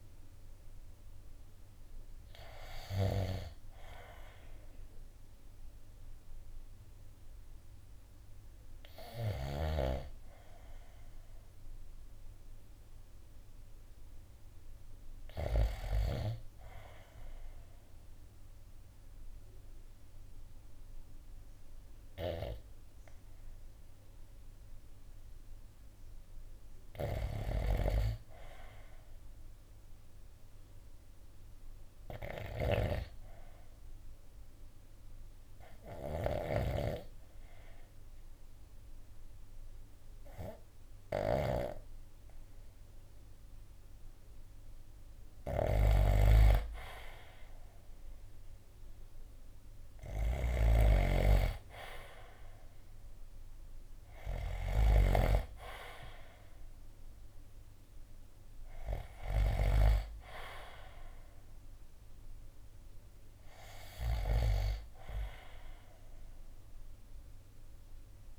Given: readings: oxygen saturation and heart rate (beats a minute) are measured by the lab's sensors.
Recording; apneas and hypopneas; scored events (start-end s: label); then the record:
breathing in sleep by a room microphone; 1
0.00-20.50 s: oxygen desaturation (device-marked, oxygen 86% lowest, heart rate 54 extreme)
24.50-27.00 s: arousal
26.50-68.39 s: snoring (device-marked)
29.50-44.50 s: obstructive apnea (oxygen 98% before, 90% lowest, heart rate 55 before, 56 extreme, up 1 after)
47.00-50.50 s: arousal
49.50-65.50 s: oxygen desaturation (device-marked, oxygen 96% before, 92% lowest, heart rate 58 before, 56 extreme)
From the record:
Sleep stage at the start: N2 (light sleep); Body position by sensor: on the right side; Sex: male